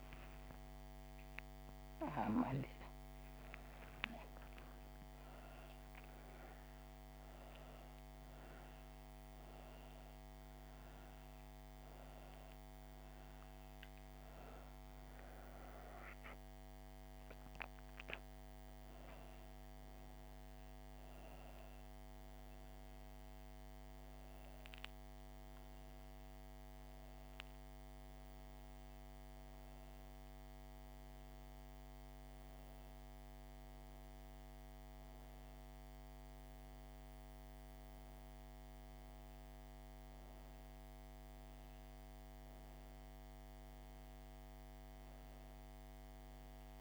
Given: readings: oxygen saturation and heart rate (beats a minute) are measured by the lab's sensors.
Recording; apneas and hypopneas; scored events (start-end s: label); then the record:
a person awake in a sleep study, hard to hear, by a microphone on the trachea; none
10.00-23.00 s: oxygen desaturation (device-marked, oxygen 96% before, 92% lowest)
From the record:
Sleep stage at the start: awake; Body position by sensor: on the back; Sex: female